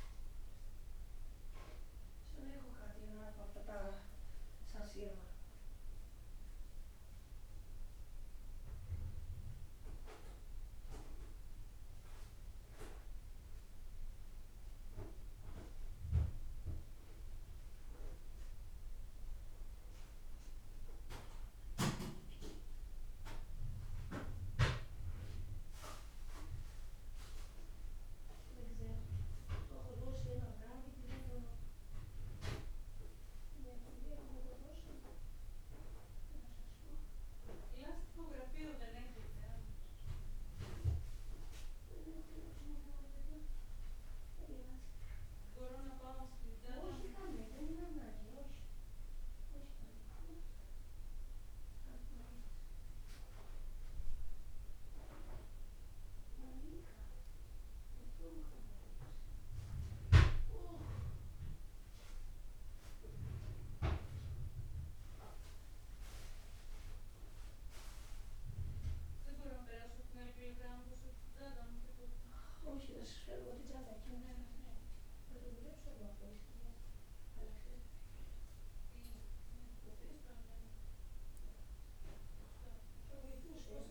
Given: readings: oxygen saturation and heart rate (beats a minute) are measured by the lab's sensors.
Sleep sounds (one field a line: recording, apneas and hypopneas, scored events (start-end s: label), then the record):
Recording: a person awake in a sleep study, by a room microphone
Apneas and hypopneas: none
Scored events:
none scored
From the record:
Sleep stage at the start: awake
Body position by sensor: on the back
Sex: male